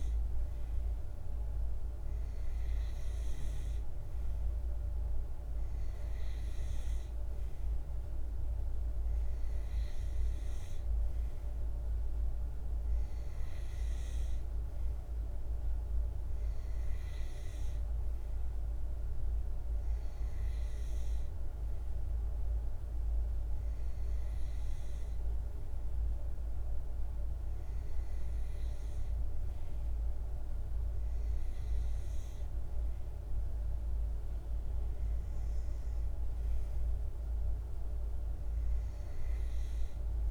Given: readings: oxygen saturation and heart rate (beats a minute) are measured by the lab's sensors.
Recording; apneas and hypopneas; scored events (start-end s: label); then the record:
breathing in sleep, hard to hear, by a room microphone; none
none scored
From the record:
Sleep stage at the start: N2 (light sleep); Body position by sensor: on the back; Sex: male